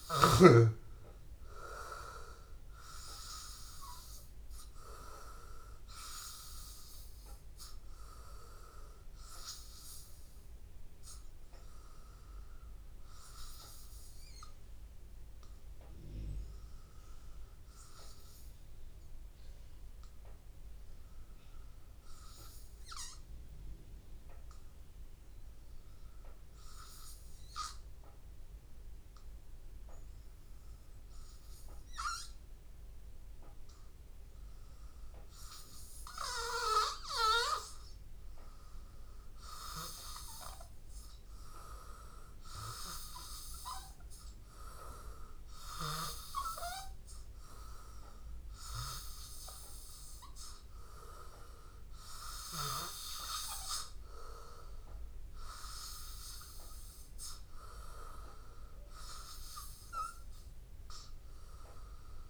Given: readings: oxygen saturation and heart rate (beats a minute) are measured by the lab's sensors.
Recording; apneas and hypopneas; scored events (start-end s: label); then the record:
breathing in sleep by a room microphone; 1
0.00-1.00 s: arousal
0.00-22.00 s: oxygen desaturation (device-marked, oxygen 93% lowest, heart rate 81 extreme)
19.50-37.50 s: hypopnea (oxygen 98% before, 91% lowest, heart rate 83 before, 81 extreme, up 2 after)
37.00-59.00 s: oxygen desaturation (device-marked, oxygen 97% before, 91% lowest, heart rate 82 before, 82 extreme)
42.00-46.00 s: arousal
From the record:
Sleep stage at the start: N2 (light sleep); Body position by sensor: on the back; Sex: male